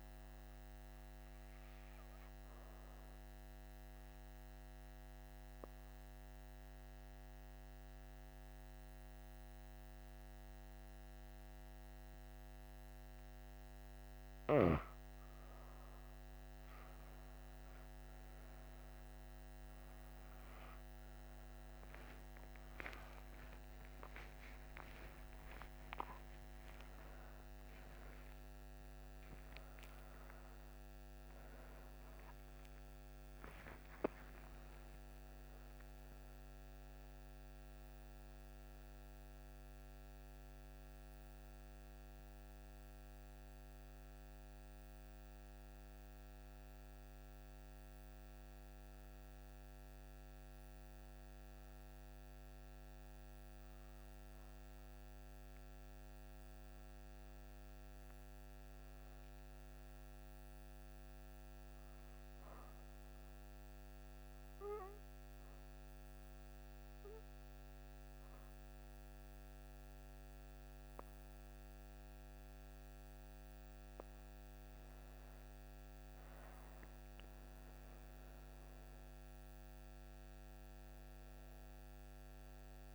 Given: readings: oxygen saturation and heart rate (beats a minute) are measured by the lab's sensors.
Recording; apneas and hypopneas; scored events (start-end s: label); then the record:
a person partly awake in a sleep study, hard to hear, by a microphone on the trachea; 2
0.00-18.50 s: oxygen desaturation (device-marked, oxygen 94% lowest)
3.00-14.50 s: obstructive apnea (oxygen 99% before, 93% lowest)
19.50-49.50 s: new sleep stage, awake
26.50-38.50 s: oxygen desaturation (device-marked, oxygen 97% before, 93% lowest)
49.50-79.50 s: new sleep stage, N1 (lightest sleep)
63.00-73.50 s: obstructive apnea (oxygen 99% before, 88% lowest)
75.00-80.00 s: arousal
75.50-82.95 s: oxygen desaturation (device-marked, oxygen 99% before, 90% lowest)
79.50-82.95 s: new sleep stage, N2 (light sleep)
From the record:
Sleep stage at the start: N2 (light sleep); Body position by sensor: on the back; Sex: female